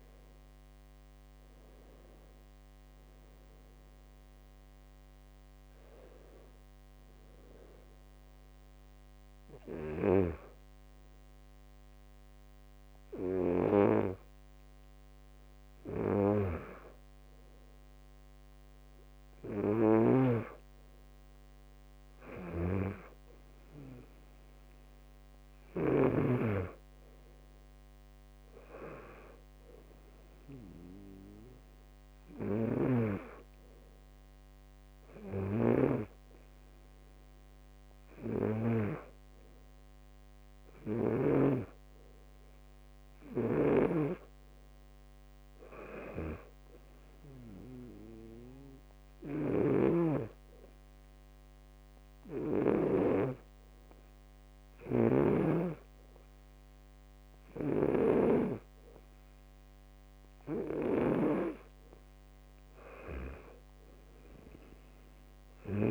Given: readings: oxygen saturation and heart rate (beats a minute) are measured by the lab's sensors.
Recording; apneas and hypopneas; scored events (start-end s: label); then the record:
breathing in sleep by a microphone on the trachea; 1
22.50-26.50 s: snoring (device-marked)
32.50-39.00 s: snoring (device-marked)
43.50-53.50 s: snoring (device-marked)
49.00-60.00 s: obstructive apnea (oxygen 99% before, 94% lowest, heart rate 66 before, 63 extreme, up 5 after)
58.00-65.91 s: snoring (device-marked)
64.00-65.91 s: arousal
From the record:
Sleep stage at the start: N2 (light sleep); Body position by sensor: on the back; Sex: male